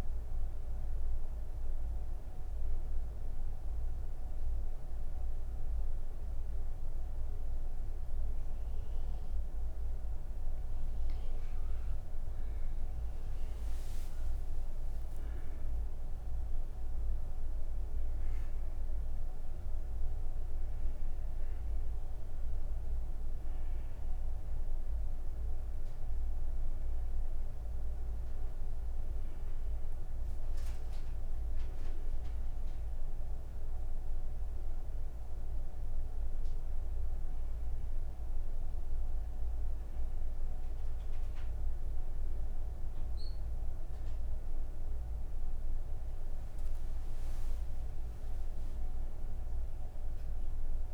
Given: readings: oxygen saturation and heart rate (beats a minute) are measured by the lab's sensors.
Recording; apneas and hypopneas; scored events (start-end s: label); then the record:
breathing in sleep, hard to hear, by a room microphone; none
11.50-24.50 s: oxygen desaturation (device-marked, oxygen 98% before, 94% lowest)
39.50-50.94 s: oxygen desaturation (device-marked, oxygen 95% before, 88% lowest)
From the record:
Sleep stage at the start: N2 (light sleep); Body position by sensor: on the right side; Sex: female